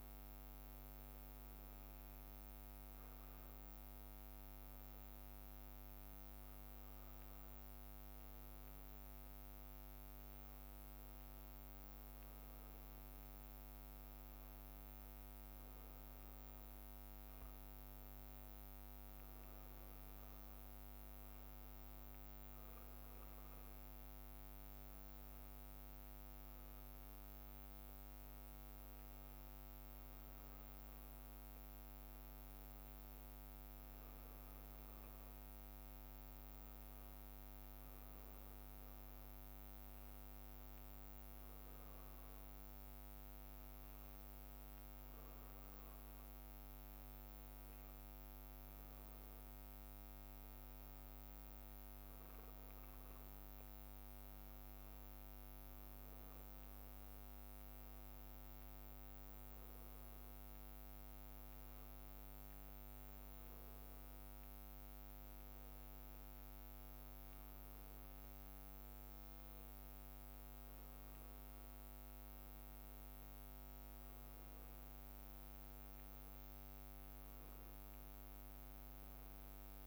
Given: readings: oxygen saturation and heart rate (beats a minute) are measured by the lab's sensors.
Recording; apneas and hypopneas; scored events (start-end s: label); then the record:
a person awake in a sleep study, hard to hear, by a microphone on the trachea; none
0.00-2.50 s: leg movement (device-marked)
0.50-2.50 s: bradycardia (device-marked, heart rate 62 before, 60 extreme)
3.00-7.50 s: leg movement (device-marked)
8.50-14.00 s: leg movement (device-marked)
15.00-21.50 s: leg movement (device-marked)
23.00-32.50 s: leg movement (device-marked)
33.50-40.00 s: leg movement (device-marked)
40.50-46.50 s: leg movement (device-marked)
47.00-54.00 s: leg movement (device-marked)
74.50-76.50 s: leg movement (device-marked)
78.50-79.87 s: leg movement (device-marked)
From the record:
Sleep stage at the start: awake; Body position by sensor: on the back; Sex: male